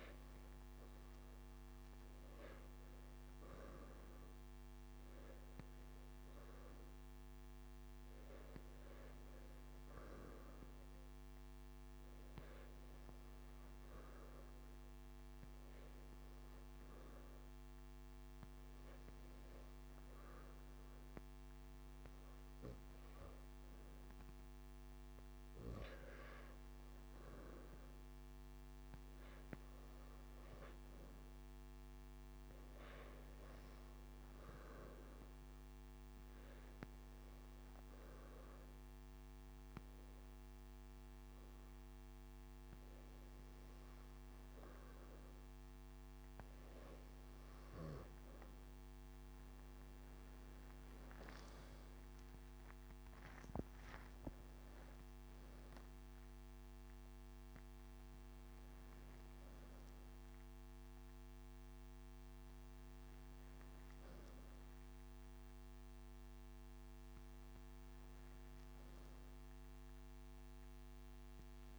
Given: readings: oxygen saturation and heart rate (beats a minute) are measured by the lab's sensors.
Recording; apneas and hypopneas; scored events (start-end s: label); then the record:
breathing in sleep, hard to hear, by a microphone on the trachea; 2
2.50-7.00 s: arousal
11.50-24.00 s: hypopnea (oxygen 95% before, 93% lowest)
26.50-32.00 s: arousal
35.00-47.00 s: hypopnea (oxygen 96% before, 93% lowest)
49.50-53.50 s: arousal
From the record:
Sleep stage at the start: N2 (light sleep); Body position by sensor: on the right side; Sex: male